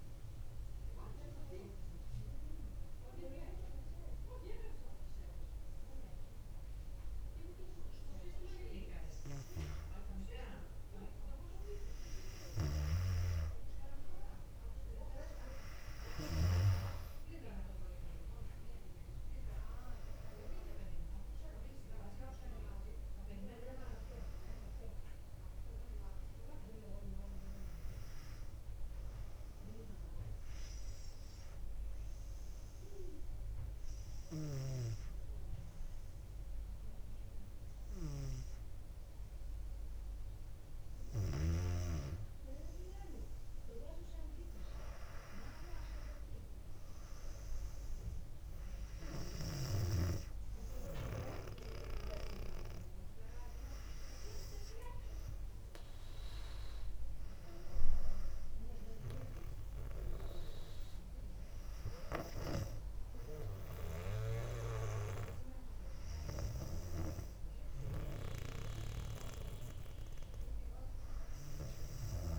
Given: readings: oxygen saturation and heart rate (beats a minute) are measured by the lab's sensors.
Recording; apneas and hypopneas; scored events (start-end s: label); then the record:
breathing in sleep by a room microphone; 2
0.50-13.00 s: obstructive apnea (oxygen 99% before, 95% lowest, heart rate 62 before, 55 extreme, up 3 after)
12.50-16.50 s: snoring (device-marked)
15.50-19.50 s: arousal
22.50-39.50 s: oxygen desaturation (device-marked, oxygen 99% before, 95% lowest, heart rate 60 before, 55 extreme)
31.50-42.00 s: obstructive apnea (oxygen 99% before, 95% lowest, heart rate 60 before, 55 extreme, up 5 after)
45.50-49.00 s: arousal
From the record:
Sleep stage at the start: N2 (light sleep); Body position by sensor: on the back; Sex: female